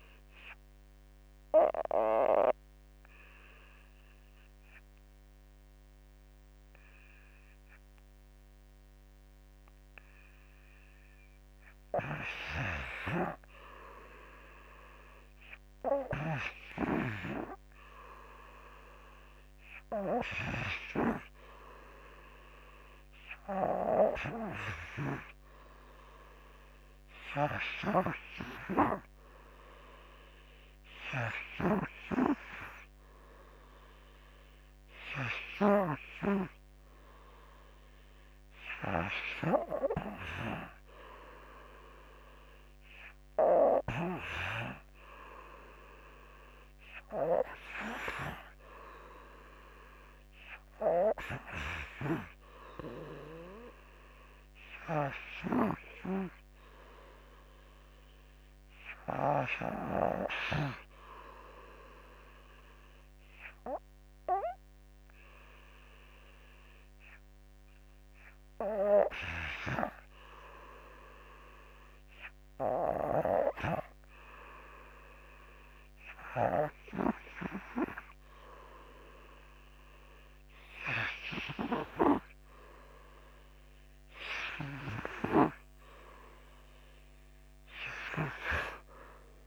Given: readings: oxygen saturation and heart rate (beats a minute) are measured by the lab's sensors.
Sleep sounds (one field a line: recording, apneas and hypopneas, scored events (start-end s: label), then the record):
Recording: breathing in sleep by a microphone on the trachea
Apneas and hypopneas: none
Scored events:
0.00-5.00 s: oxygen desaturation (device-marked, oxygen 90% lowest, heart rate 54 extreme)
16.00-39.00 s: oxygen desaturation (device-marked, oxygen 95% before, 83% lowest, heart rate 59 before, 59 extreme)
20.00-31.00 s: drop in pulse transit time (device-marked, heart rate 59 before, 61 extreme)
46.00-60.00 s: drop in pulse transit time (device-marked, heart rate 64 before, 61 extreme)
87.00-89.47 s: oxygen desaturation (device-marked, oxygen 92% before, 89% lowest, heart rate 62 before, 56 extreme)
From the record:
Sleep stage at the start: N2 (light sleep)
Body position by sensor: on the back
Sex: male